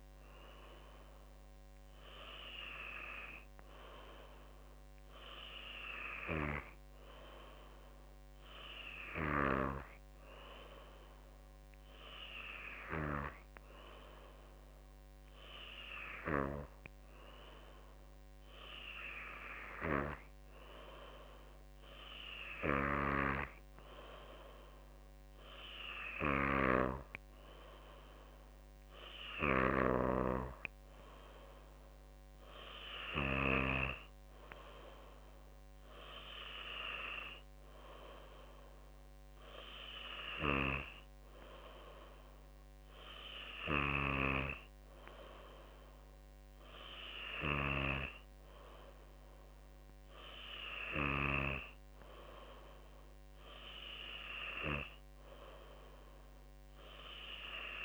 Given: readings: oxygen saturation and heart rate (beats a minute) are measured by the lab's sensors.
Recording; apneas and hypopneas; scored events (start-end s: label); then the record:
breathing in sleep by a microphone on the trachea; none
none scored
From the record:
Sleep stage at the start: N2 (light sleep); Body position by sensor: on the back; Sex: female